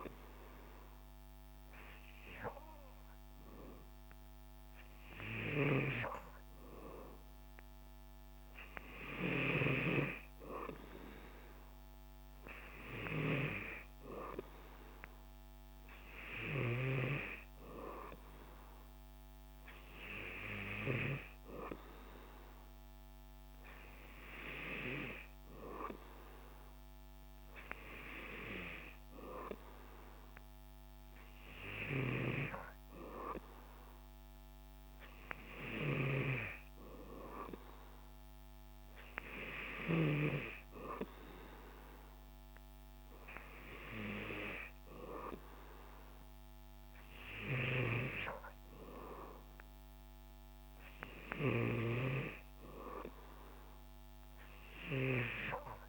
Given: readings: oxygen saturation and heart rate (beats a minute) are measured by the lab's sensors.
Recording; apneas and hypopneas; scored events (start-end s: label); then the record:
breathing in sleep by a microphone on the trachea; none
none scored
From the record:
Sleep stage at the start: N3 (deep sleep); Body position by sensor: on the back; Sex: male